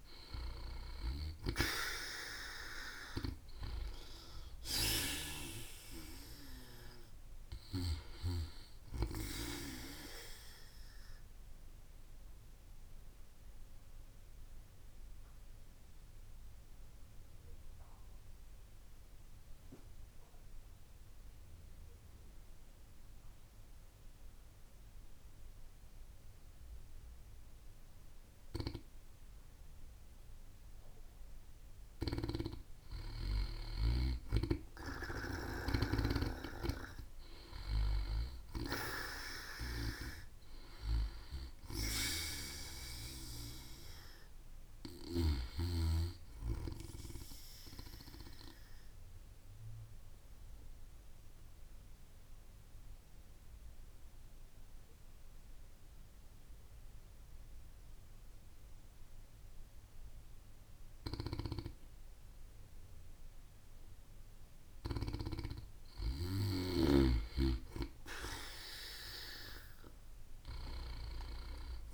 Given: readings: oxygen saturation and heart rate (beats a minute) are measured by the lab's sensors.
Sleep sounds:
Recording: breathing in sleep by a room microphone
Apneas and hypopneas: 2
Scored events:
0.00-1.50 s: arousal
4.50-15.50 s: oxygen desaturation (device-marked, oxygen 95% before, 91% lowest)
12.00-31.50 s: obstructive apnea (oxygen 95% before, 90% lowest)
34.00-36.50 s: arousal
45.50-71.50 s: oxygen desaturation (device-marked, oxygen 96% before, 90% lowest)
49.00-64.00 s: obstructive apnea (oxygen 96% before, 90% lowest)
61.00-67.00 s: snoring (device-marked)
66.00-70.00 s: arousal
From the record:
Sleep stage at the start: N2 (light sleep)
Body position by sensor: on the back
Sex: female

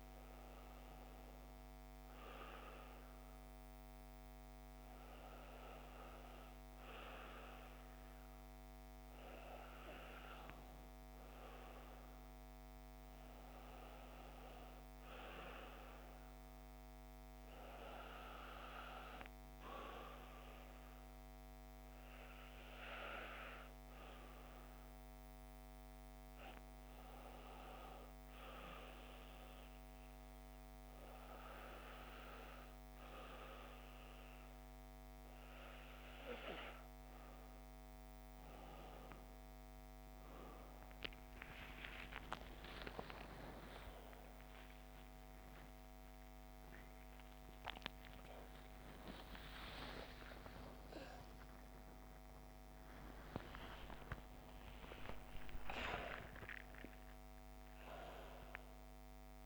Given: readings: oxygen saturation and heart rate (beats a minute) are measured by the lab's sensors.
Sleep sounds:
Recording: a person awake in a sleep study, by a microphone on the trachea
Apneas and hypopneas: none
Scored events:
none scored
From the record:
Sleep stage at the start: awake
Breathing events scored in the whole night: 143 in 6.8 hours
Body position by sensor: on the back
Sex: female

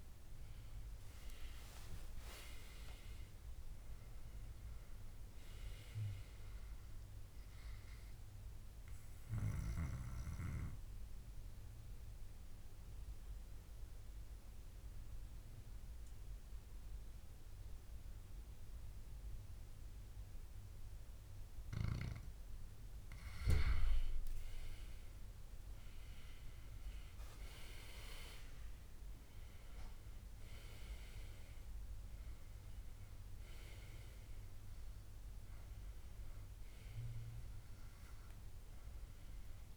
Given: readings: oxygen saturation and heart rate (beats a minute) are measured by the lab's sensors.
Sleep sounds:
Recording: breathing in sleep by a room microphone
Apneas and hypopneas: 1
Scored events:
8.50-22.50 s: obstructive apnea (oxygen 97% before, 95% lowest, heart rate 69 before, 65 extreme, up 10 after)
21.00-23.00 s: long interval between heartbeats (device-marked, heart rate 69 before, 69 extreme)
24.00-27.00 s: arousal
From the record:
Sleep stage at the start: N2 (light sleep)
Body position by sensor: on the back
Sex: male

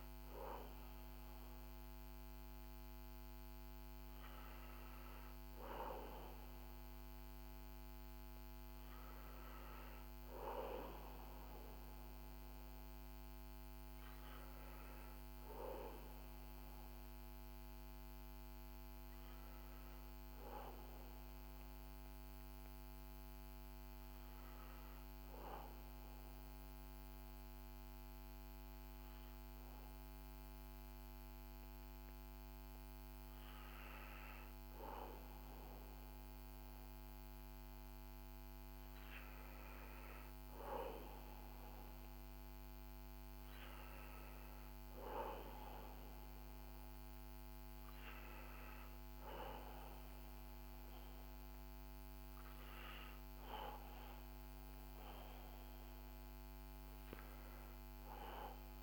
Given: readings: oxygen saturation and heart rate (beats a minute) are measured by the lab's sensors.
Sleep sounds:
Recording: breathing in sleep by a microphone on the trachea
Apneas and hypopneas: none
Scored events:
none scored
From the record:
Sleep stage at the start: N1 (lightest sleep)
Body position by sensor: on the back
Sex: male

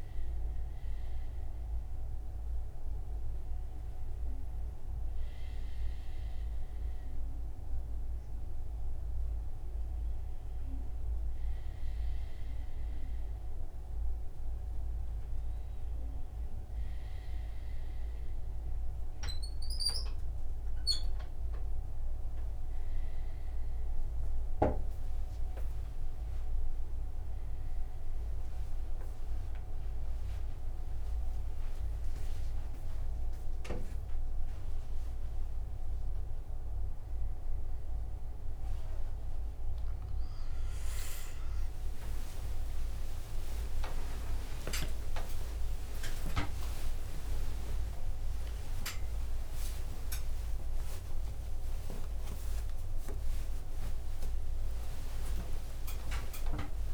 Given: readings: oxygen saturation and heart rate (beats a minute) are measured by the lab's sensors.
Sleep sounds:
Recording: breathing in sleep by a room microphone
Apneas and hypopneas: none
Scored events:
45.00-56.94 s: new sleep stage, awake
From the record:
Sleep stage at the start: REM sleep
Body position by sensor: on the front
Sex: male

